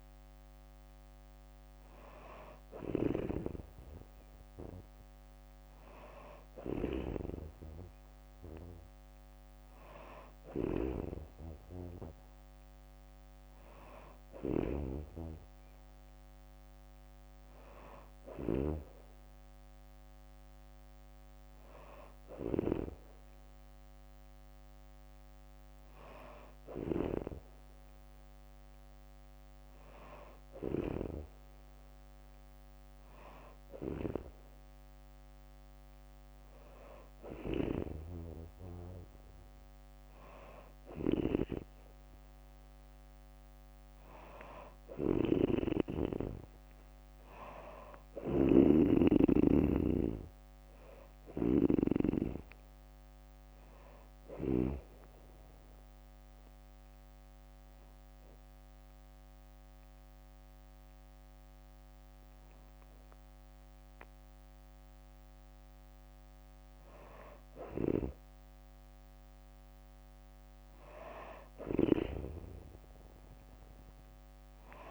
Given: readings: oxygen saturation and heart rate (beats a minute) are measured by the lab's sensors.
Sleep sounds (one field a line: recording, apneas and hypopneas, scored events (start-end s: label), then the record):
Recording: breathing in sleep by a microphone on the trachea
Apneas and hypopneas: 1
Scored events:
0.00-14.50 s: snoring (device-marked)
37.00-54.50 s: snoring (device-marked)
44.00-57.00 s: drop in pulse transit time (device-marked, heart rate 67 before, 67 extreme)
47.00-50.50 s: arousal
55.50-66.50 s: hypopnea (oxygen 95% before, 93% lowest, heart rate 69 before, 62 extreme, up 2 after)
From the record:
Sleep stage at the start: N2 (light sleep)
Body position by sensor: on the back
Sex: female